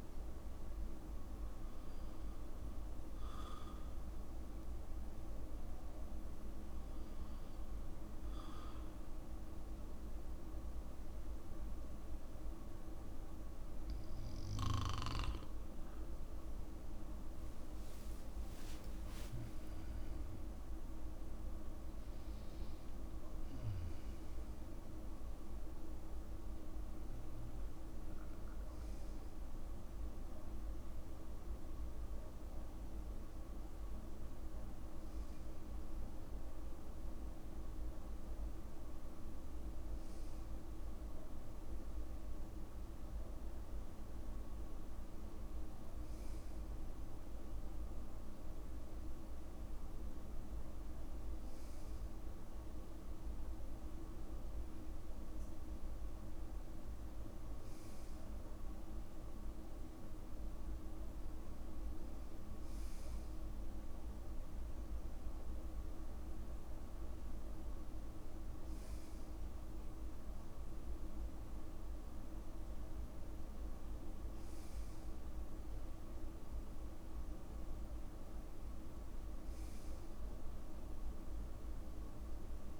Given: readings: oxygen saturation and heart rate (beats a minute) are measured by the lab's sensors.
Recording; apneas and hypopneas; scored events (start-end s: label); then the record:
breathing in sleep, hard to hear, by a room microphone; none
17.00-21.50 s: arousal
19.00-21.00 s: long interval between heartbeats (device-marked, heart rate 63 before, 76 extreme)
From the record:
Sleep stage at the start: N2 (light sleep); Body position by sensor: on the back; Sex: male